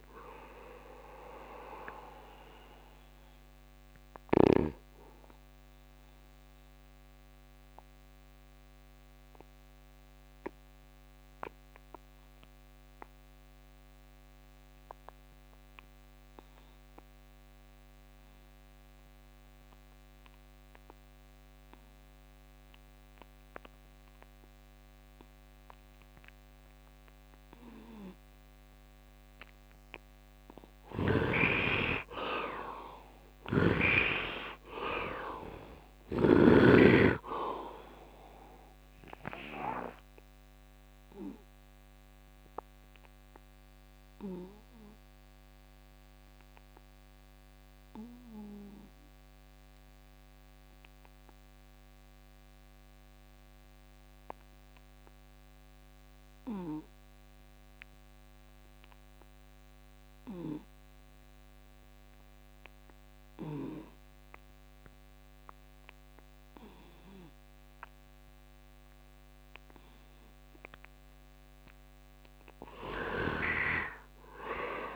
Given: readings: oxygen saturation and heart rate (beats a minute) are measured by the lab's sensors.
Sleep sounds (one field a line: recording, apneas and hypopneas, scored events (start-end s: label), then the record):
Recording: breathing in sleep by a microphone on the trachea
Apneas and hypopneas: 2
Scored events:
0.00-24.50 s: oxygen desaturation (device-marked, oxygen 72% lowest, heart rate 62 extreme)
3.00-29.00 s: obstructive apnea (oxygen 100% before, 72% lowest, heart rate 81 before, 62 extreme, up 11 after)
29.50-55.50 s: oxygen desaturation (device-marked, oxygen 98% before, 73% lowest, heart rate 72 before, 62 extreme)
30.50-34.00 s: snoring (device-marked)
31.00-35.00 s: arousal
39.50-70.50 s: obstructive apnea (oxygen 98% before, 69% lowest, heart rate 79 before, 62 extreme, up 9 after)
63.50-74.96 s: oxygen desaturation (device-marked, oxygen 100% before, 69% lowest, heart rate 68 before, 72 extreme)
72.00-74.96 s: arousal
From the record:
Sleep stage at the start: N2 (light sleep)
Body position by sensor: on the right side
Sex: male